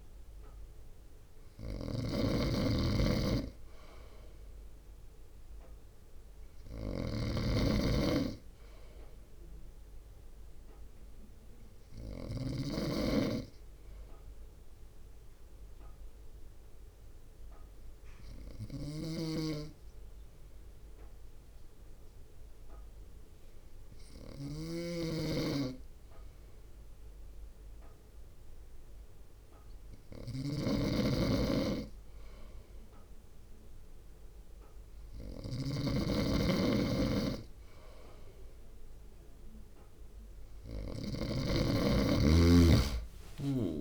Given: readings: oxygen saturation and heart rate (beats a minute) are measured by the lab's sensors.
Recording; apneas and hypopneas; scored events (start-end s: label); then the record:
breathing in sleep by a room microphone; 1
0.00-10.00 s: drop in pulse transit time (device-marked, heart rate 57 extreme)
0.00-41.50 s: snoring (device-marked)
8.00-11.00 s: arousal
13.00-31.50 s: hypopnea (oxygen 96% before, 95% lowest, heart rate 58 before, 52 extreme, up 2 after)
41.00-43.81 s: drop in pulse transit time (device-marked, heart rate 57 before, 52 extreme)
From the record:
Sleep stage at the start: N2 (light sleep); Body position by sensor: on the front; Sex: male